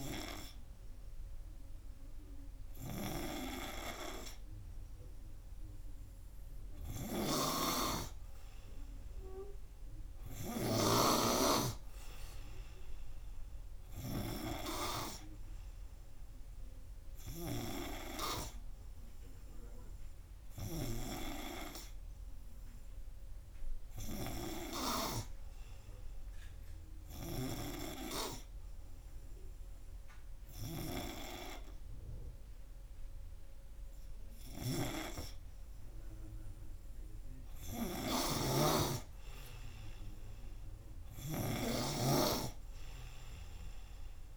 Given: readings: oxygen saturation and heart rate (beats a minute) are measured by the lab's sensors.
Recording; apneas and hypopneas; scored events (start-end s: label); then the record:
breathing in sleep by a room microphone; none
none scored
From the record:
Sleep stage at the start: N3 (deep sleep); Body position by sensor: on the right side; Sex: male